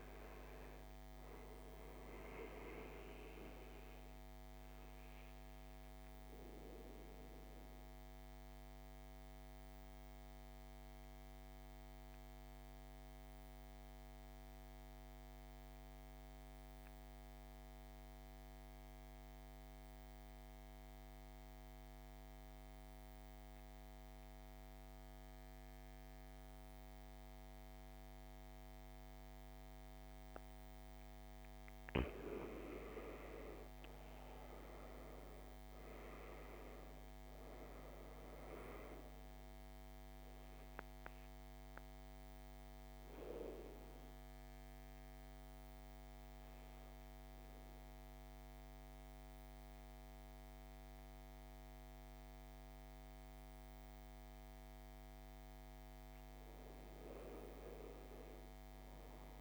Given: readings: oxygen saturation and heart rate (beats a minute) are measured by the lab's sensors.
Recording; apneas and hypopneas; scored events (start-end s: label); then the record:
breathing in sleep by a microphone on the trachea; 2
0.00-23.50 s: oxygen desaturation (device-marked, oxygen 81% lowest, heart rate 49 extreme)
5.00-30.00 s: mixed apnea (oxygen 98% before, 81% lowest, heart rate 63 before, 50 extreme, up 13 after)
31.50-35.00 s: arousal
32.50-58.50 s: oxygen desaturation (device-marked, oxygen 99% before, 86% lowest, heart rate 54 before, 50 extreme)
39.50-53.00 s: obstructive apnea (oxygen 99% before, 86% lowest, heart rate 58 before, 50 extreme, up 8 after)
55.00-59.41 s: arousal
From the record:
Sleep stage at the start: N2 (light sleep); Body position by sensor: on the right side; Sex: male